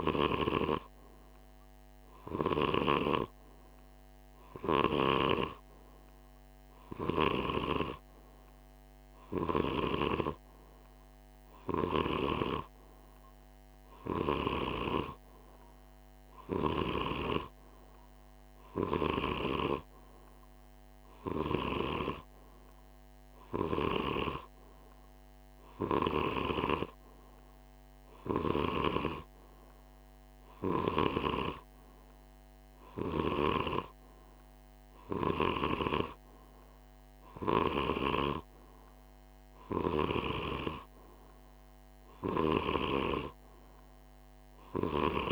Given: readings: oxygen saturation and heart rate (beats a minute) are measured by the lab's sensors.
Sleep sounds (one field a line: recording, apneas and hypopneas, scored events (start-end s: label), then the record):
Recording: breathing in sleep by a microphone on the trachea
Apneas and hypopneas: none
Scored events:
none scored
From the record:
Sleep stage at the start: N2 (light sleep)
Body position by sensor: on the right side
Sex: male